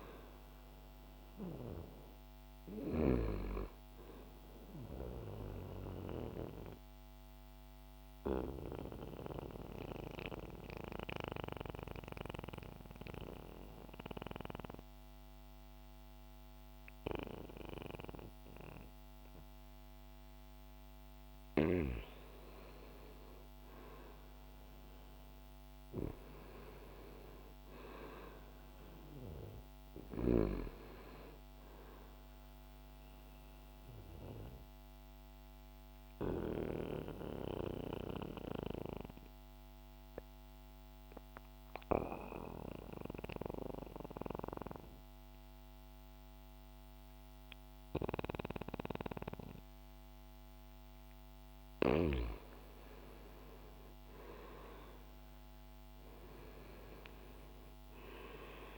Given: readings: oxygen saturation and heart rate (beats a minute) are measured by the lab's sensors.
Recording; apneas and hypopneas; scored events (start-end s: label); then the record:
breathing in sleep by a microphone on the trachea; 2
0.00-20.00 s: oxygen desaturation (device-marked, oxygen 89% lowest, heart rate 61 extreme)
4.50-20.00 s: obstructive apnea (oxygen 95% before, 89% lowest, heart rate 64 before, 61 extreme, up 3 after)
21.00-25.50 s: arousal
32.50-50.50 s: obstructive apnea (oxygen 97% before, 89% lowest, heart rate 64 before, 60 extreme, up 2 after)
42.00-50.00 s: oxygen desaturation (device-marked, oxygen 95% before, 91% lowest, heart rate 63 before, 60 extreme)
51.50-56.50 s: arousal
From the record:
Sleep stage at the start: N2 (light sleep); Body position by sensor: on the back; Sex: male